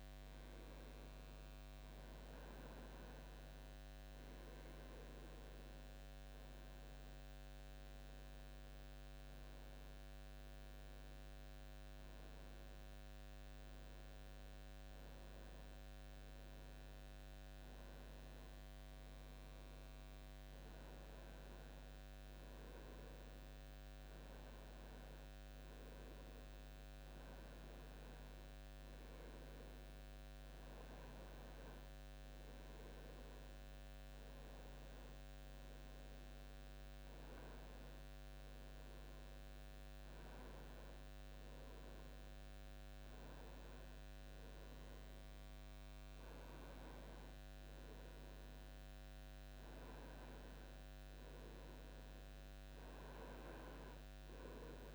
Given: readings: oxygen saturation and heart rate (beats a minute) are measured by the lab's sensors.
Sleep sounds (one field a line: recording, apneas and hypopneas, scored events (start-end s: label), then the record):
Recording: breathing in sleep, hard to hear, by a microphone on the trachea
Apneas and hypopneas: none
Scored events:
none scored
From the record:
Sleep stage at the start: N2 (light sleep)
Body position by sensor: on the right side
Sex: male